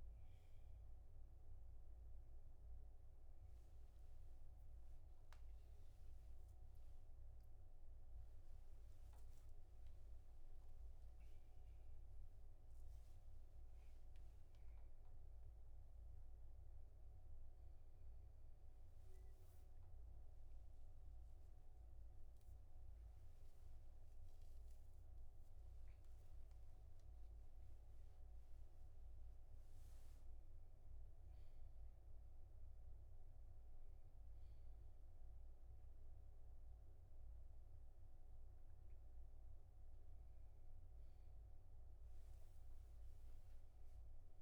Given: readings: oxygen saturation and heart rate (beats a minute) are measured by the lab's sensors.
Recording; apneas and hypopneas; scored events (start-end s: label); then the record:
a person awake in a sleep study, hard to hear, by a room microphone; none
25.50-27.50 s: oxygen desaturation (device-marked, oxygen 97% before, 95% lowest, heart rate 82 before, 43 extreme)
From the record:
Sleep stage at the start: awake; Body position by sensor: on the back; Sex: male